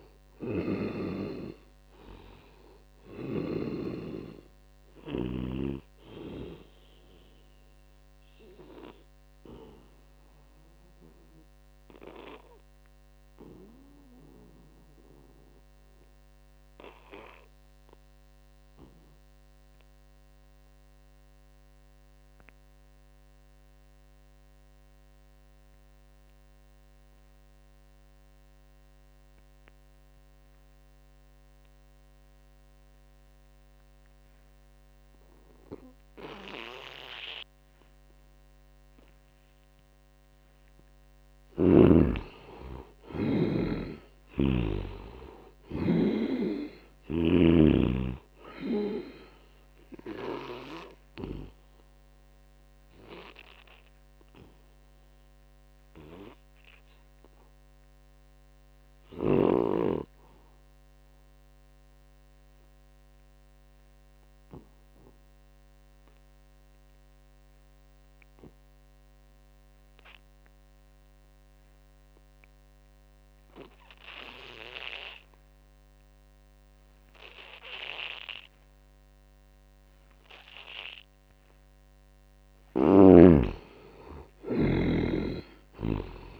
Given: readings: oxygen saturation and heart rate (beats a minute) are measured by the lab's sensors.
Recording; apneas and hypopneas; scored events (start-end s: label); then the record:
breathing in sleep by a microphone on the trachea; 2
0.00-18.50 s: oxygen desaturation (device-marked, oxygen 72% lowest, heart rate 64 extreme)
7.00-41.00 s: obstructive apnea (oxygen 98% before, 72% lowest, heart rate 73 before, 70 extreme, up 6 after)
31.50-62.50 s: oxygen desaturation (device-marked, oxygen 98% before, 73% lowest, heart rate 77 before, 60 extreme)
41.00-44.50 s: snoring (device-marked)
42.50-47.00 s: arousal
51.00-80.00 s: obstructive apnea (oxygen 99% before, 73% lowest, heart rate 73 before, 60 extreme)
76.50-86.40 s: oxygen desaturation (device-marked, oxygen 97% before, 74% lowest, heart rate 76 before, 59 extreme)
82.00-86.00 s: arousal
From the record:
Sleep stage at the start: N2 (light sleep); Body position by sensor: on the back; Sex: male